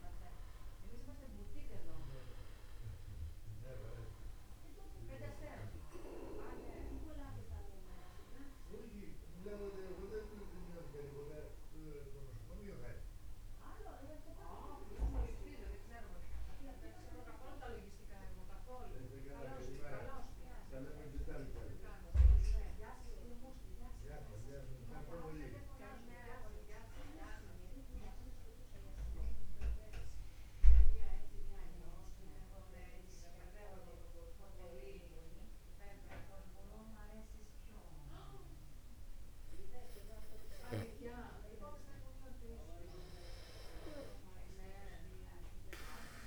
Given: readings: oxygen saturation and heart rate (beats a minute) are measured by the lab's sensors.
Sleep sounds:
breathing in sleep by a room microphone; 1
26.00-42.00 s: mixed apnea (oxygen 96% before, 94% lowest, heart rate 50 before, 49 extreme, up 1 after)
From the record:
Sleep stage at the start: N2 (light sleep); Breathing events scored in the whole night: 147 in 3.5 hours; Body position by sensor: upright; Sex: male

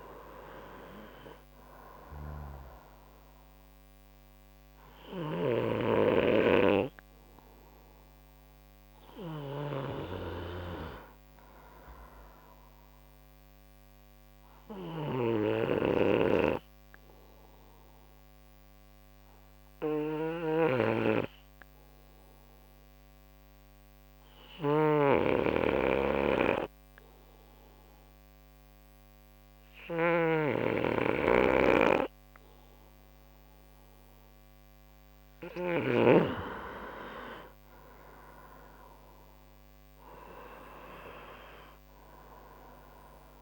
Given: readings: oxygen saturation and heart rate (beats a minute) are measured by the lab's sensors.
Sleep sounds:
breathing in sleep by a microphone on the trachea; 1
0.00-1.50 s: arousal
5.50-10.00 s: snoring (device-marked)
13.50-35.50 s: obstructive apnea (oxygen 95% before, 91% lowest, heart rate 70 before, 63 extreme, up 5 after)
16.00-36.50 s: snoring (device-marked)
39.00-43.00 s: arousal
From the record:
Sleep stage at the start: N2 (light sleep); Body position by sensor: on the right side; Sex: male

